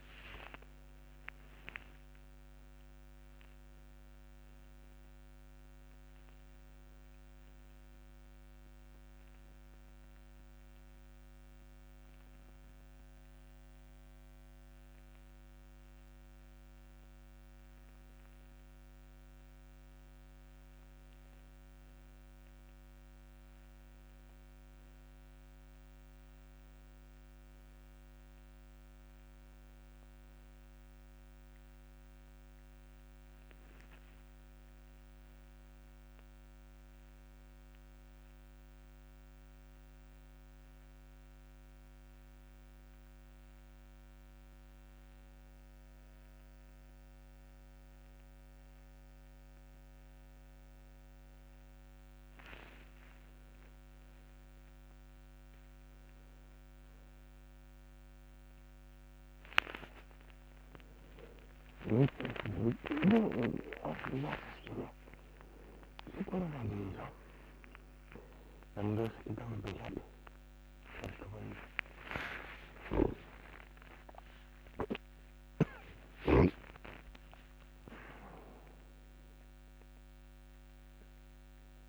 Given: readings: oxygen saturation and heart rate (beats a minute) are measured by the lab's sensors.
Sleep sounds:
a person awake in a sleep study, by a microphone on the trachea; none
none scored
From the record:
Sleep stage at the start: awake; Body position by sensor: on the back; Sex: male

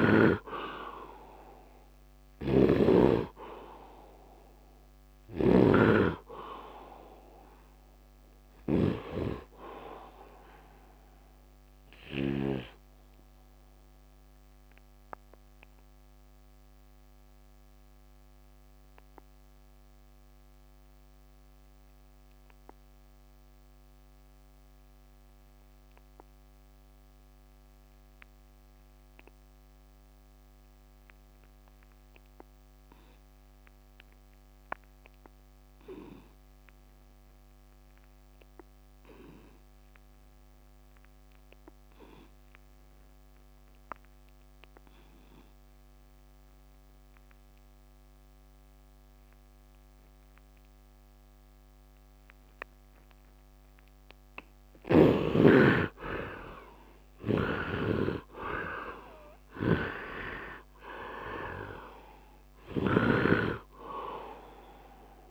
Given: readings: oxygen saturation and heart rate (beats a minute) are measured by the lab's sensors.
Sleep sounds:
breathing in sleep by a microphone on the trachea; 1
0.00-17.50 s: oxygen desaturation (device-marked, oxygen 72% lowest, heart rate 72 extreme)
2.00-12.00 s: snoring (device-marked)
11.50-54.50 s: obstructive apnea (oxygen 98% before, 66% lowest, heart rate 81 before, 71 extreme, up 20 after)
30.50-65.31 s: oxygen desaturation (device-marked, oxygen 99% before, 66% lowest, heart rate 76 before, 71 extreme)
57.00-60.50 s: arousal
57.00-65.31 s: snoring (device-marked)
From the record:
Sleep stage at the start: N2 (light sleep); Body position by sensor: on the right side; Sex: male

